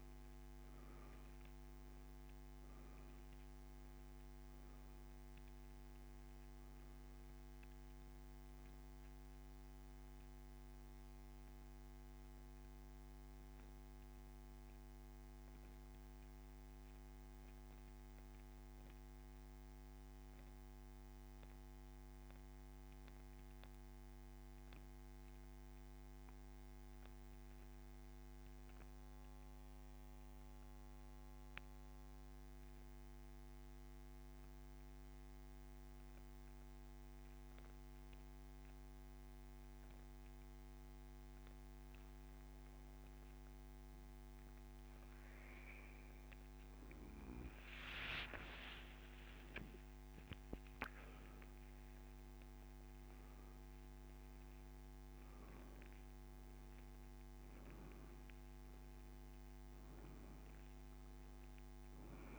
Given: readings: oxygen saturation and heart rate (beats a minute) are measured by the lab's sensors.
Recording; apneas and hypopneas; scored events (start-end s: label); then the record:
breathing in sleep, hard to hear, by a microphone on the trachea; 1
8.00-37.00 s: oxygen desaturation (device-marked, oxygen 95% before, 89% lowest, heart rate 64 before, 48 extreme)
20.00-44.00 s: central apnea (oxygen 96% before, 88% lowest, heart rate 70 before, 30 extreme, up 19 after)
48.00-52.50 s: arousal
57.00-62.39 s: oxygen desaturation (device-marked, oxygen 97% before, 88% lowest, heart rate 70 before, 28 extreme)
From the record:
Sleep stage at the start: N2 (light sleep); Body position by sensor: on the back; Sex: male